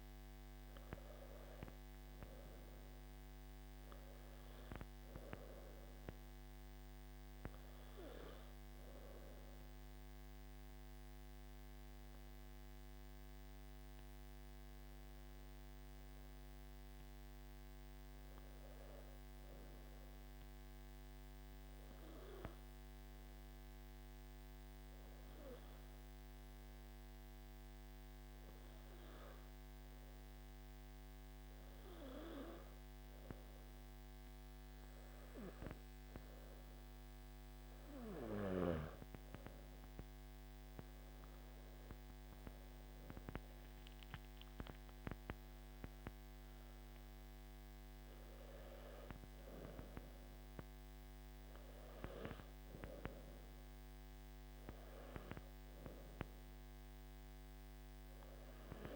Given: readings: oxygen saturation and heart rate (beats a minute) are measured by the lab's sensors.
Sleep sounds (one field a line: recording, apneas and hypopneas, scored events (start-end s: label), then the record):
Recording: breathing in sleep by a microphone on the trachea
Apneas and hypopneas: 1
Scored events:
0.00-16.00 s: oxygen desaturation (device-marked, oxygen 93% lowest, heart rate 55 extreme)
21.00-36.00 s: hypopnea (oxygen 98% before, 93% lowest, heart rate 57 before, 58 extreme, up 10 after)
42.00-58.00 s: oxygen desaturation (device-marked, oxygen 97% before, 93% lowest, heart rate 61 before, 57 extreme)
From the record:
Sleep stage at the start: N3 (deep sleep)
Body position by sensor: on the back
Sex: male